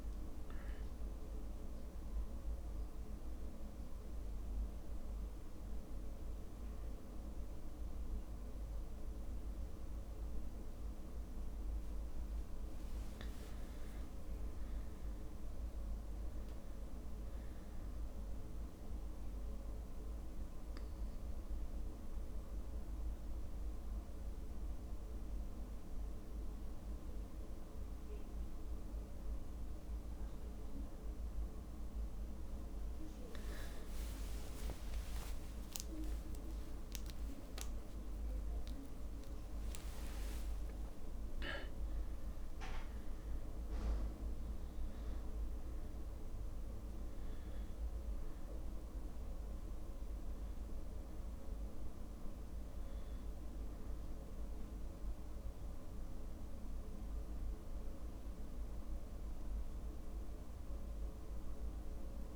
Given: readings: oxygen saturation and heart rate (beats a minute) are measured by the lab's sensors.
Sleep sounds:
breathing in sleep, hard to hear, by a room microphone; 2
0.00-7.00 s: oxygen desaturation (device-marked, oxygen 99% before, 94% lowest)
1.00-12.00 s: central apnea (oxygen 99% before, 95% lowest)
14.00-17.50 s: arousal
19.50-32.50 s: mixed apnea (oxygen 99% before, 95% lowest)
35.00-40.50 s: arousal
37.00-39.00 s: long interval between heartbeats (device-marked)
49.00-62.36 s: oxygen desaturation (device-marked, oxygen 98% before, 95% lowest)
From the record:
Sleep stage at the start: N2 (light sleep); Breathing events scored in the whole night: 301 in 3.3 hours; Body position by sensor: on the back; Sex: male

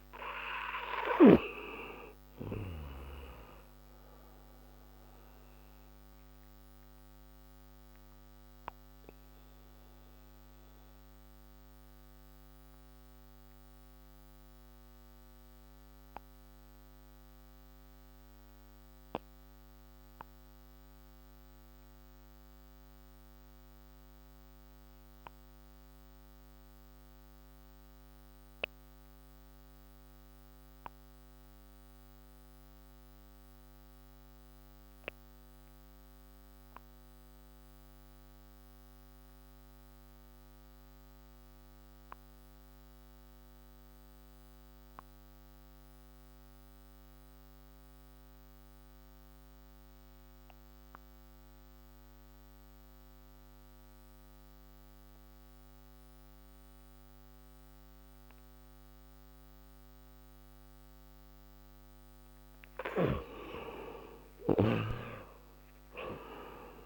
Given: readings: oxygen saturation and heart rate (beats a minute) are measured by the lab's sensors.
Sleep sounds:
breathing in sleep by a microphone on the trachea; 1
0.00-28.00 s: oxygen desaturation (device-marked, oxygen 75% lowest)
5.50-62.00 s: mixed apnea (oxygen 99% before, 72% lowest)
42.00-66.86 s: oxygen desaturation (device-marked, oxygen 99% before, 72% lowest)
63.50-66.86 s: arousal
From the record:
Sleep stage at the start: REM sleep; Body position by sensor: on the back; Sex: male

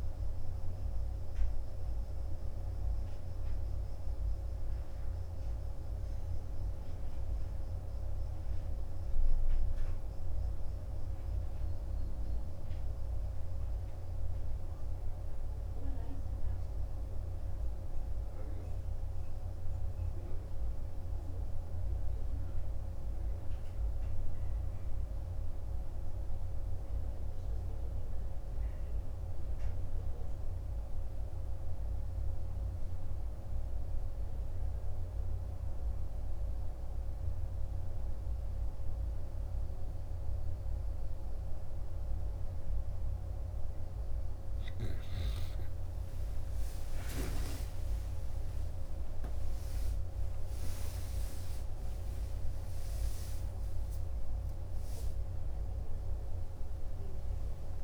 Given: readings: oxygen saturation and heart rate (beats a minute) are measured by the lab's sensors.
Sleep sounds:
breathing in sleep, hard to hear, by a room microphone; none
46.50-51.00 s: arousal
From the record:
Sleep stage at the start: N2 (light sleep); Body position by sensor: on the right side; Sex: male

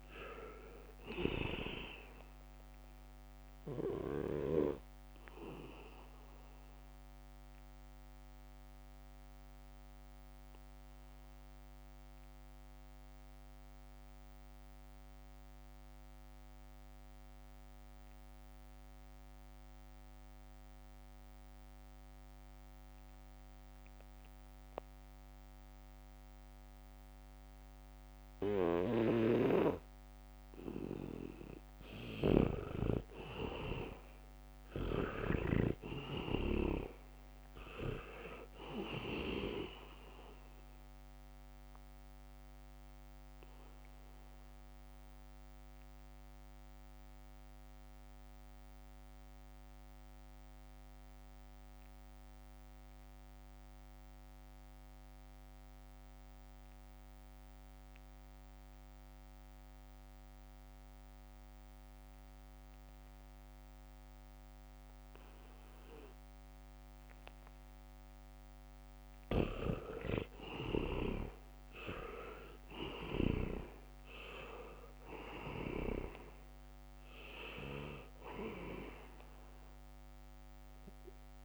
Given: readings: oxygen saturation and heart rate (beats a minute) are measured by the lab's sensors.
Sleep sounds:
breathing in sleep by a microphone on the trachea; 2
0.00-20.50 s: oxygen desaturation (device-marked, oxygen 79% lowest, heart rate 63 extreme)
7.50-30.50 s: obstructive apnea (oxygen 99% before, 79% lowest, heart rate 67 before, 67 extreme, up 2 after)
22.50-58.50 s: oxygen desaturation (device-marked, oxygen 99% before, 80% lowest, heart rate 70 before, 67 extreme)
29.00-35.50 s: snoring (device-marked)
32.50-36.50 s: arousal
42.50-68.00 s: obstructive apnea (oxygen 99% before, 79% lowest, heart rate 70 before, 67 extreme, up 0 after)
66.50-81.45 s: oxygen desaturation (device-marked, oxygen 98% before, 79% lowest, heart rate 72 before, 65 extreme)
68.50-71.00 s: leg movement (device-marked)
69.50-73.50 s: snoring (device-marked)
70.50-73.50 s: arousal
From the record:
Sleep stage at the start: N2 (light sleep); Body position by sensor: on the back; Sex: male

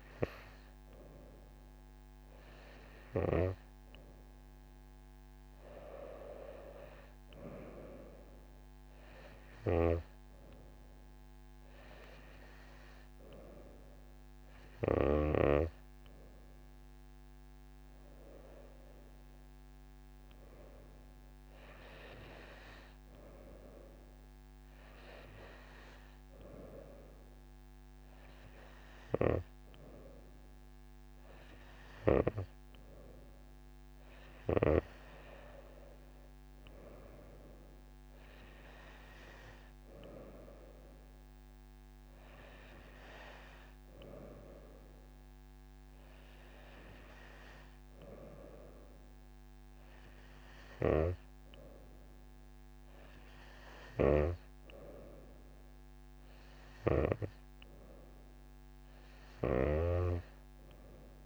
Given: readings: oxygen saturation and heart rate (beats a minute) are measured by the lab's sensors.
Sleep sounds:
breathing in sleep by a microphone on the trachea; none
none scored
From the record:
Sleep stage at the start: N2 (light sleep); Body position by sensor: on the right side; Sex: female

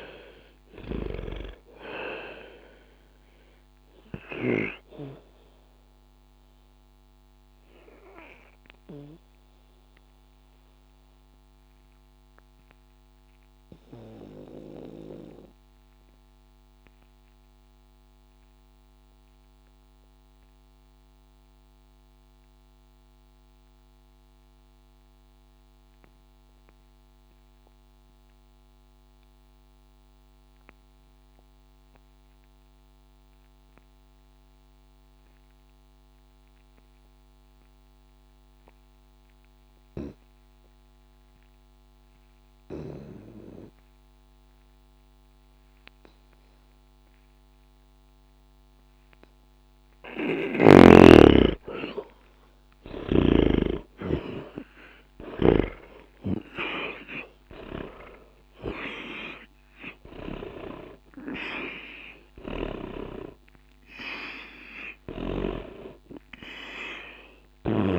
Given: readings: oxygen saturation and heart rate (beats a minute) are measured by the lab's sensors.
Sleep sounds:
breathing in sleep by a microphone on the trachea; 1
4.00-30.00 s: oxygen desaturation (device-marked, oxygen 90% before, 72% lowest, heart rate 63 before, 60 extreme)
7.00-50.00 s: obstructive apnea (oxygen 95% before, 72% lowest, heart rate 63 before, 60 extreme, up 0 after)
8.00-67.99 s: new sleep stage, N2 (light sleep)
47.00-67.99 s: oxygen desaturation (device-marked, oxygen 99% before, 75% lowest, heart rate 60 before, 60 extreme)
51.50-55.50 s: arousal
From the record:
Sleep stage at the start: N1 (lightest sleep); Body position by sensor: on the back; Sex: male

